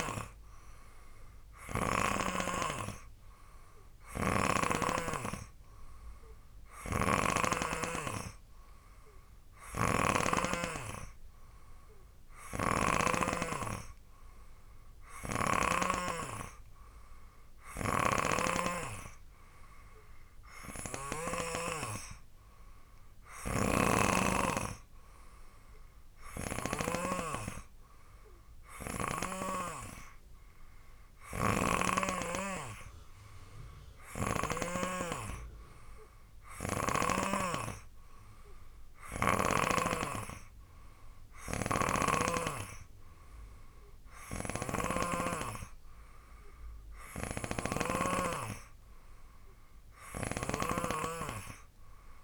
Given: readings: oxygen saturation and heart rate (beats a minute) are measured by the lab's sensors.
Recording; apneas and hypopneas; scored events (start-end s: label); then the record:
breathing in sleep by a room microphone; none
4.00-10.50 s: snoring (device-marked)
4.50-12.50 s: oxygen desaturation (device-marked, oxygen 96% before, 93% lowest)
12.50-16.00 s: snoring (device-marked)
18.00-21.50 s: snoring (device-marked)
23.50-27.00 s: snoring (device-marked)
31.50-35.00 s: snoring (device-marked)
44.50-51.00 s: snoring (device-marked)
From the record:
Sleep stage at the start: N3 (deep sleep); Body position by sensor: on the right side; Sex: male